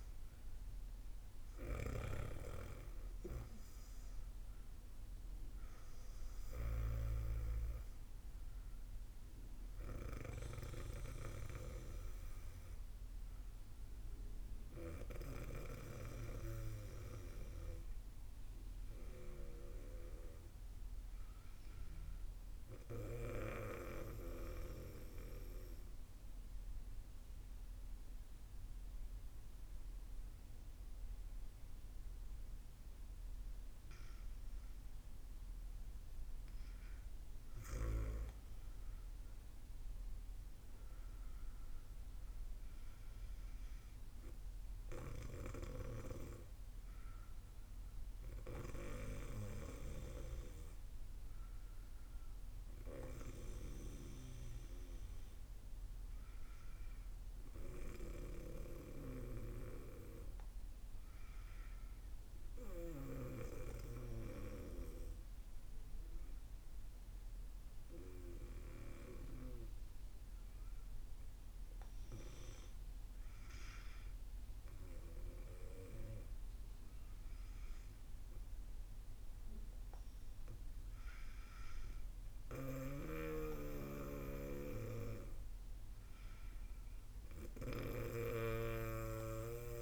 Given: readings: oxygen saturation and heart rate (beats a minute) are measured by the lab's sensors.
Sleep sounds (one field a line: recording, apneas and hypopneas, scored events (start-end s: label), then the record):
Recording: breathing in sleep by a room microphone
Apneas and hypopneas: 2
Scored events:
0.00-16.00 s: oxygen desaturation (device-marked, oxygen 91% lowest, heart rate 56 extreme)
24.00-35.00 s: obstructive apnea (oxygen 98% before, 95% lowest, heart rate 72 before, 68 extreme)
37.50-41.00 s: arousal
40.00-89.82 s: new sleep stage, REM sleep
61.50-73.00 s: obstructive apnea (oxygen 97% before, 94% lowest, heart rate 106 before, 62 extreme, up 16 after)
74.50-78.50 s: arousal
From the record:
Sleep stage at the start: N2 (light sleep)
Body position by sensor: on the back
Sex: female